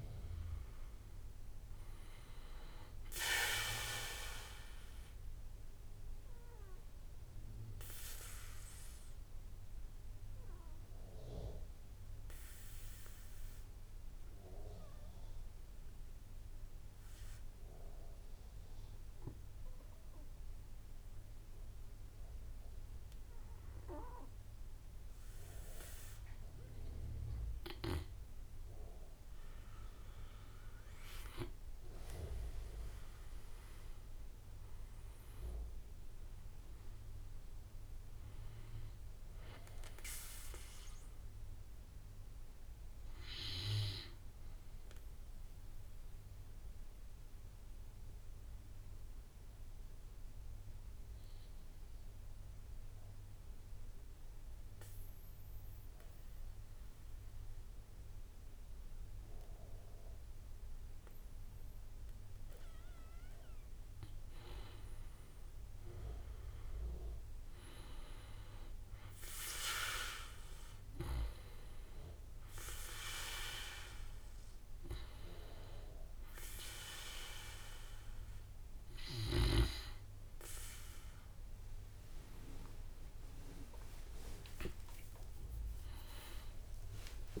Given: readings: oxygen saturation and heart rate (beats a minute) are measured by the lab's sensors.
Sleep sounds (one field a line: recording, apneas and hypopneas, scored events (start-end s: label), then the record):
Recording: breathing in sleep by a room microphone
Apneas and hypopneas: 2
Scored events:
0.50-21.50 s: oxygen desaturation (device-marked, oxygen 97% before, 90% lowest, heart rate 54 before, 46 extreme)
5.50-26.50 s: obstructive apnea (oxygen 98% before, 89% lowest, heart rate 56 before, 46 extreme, up 8 after)
28.00-31.50 s: arousal
30.50-52.50 s: oxygen desaturation (device-marked, oxygen 98% before, 89% lowest, heart rate 53 before, 46 extreme)
33.50-48.50 s: drop in pulse transit time (device-marked, heart rate 54 before, 46 extreme)
45.50-62.00 s: mixed apnea (oxygen 98% before, 89% lowest, heart rate 56 before, 47 extreme, up 10 after)
64.00-67.00 s: arousal
64.50-87.40 s: oxygen desaturation (device-marked, oxygen 100% before, 89% lowest, heart rate 48 before, 47 extreme)
74.50-75.50 s: drop in pulse transit time (device-marked, heart rate 53 before, 58 extreme)
83.50-87.40 s: arousal
85.50-87.40 s: drop in pulse transit time (device-marked, heart rate 61 before, 54 extreme)
From the record:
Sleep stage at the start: N2 (light sleep)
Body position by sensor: on the back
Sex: male